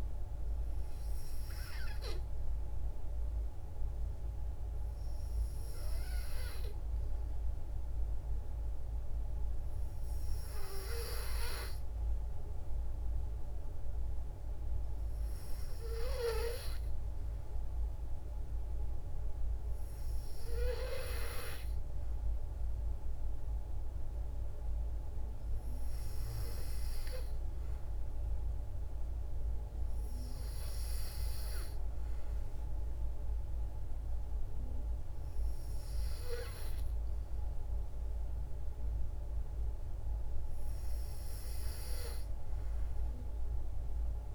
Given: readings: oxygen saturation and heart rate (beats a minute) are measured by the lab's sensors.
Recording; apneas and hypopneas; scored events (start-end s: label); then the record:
breathing in sleep by a room microphone; none
none scored
From the record:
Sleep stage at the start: N2 (light sleep); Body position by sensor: on the back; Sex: female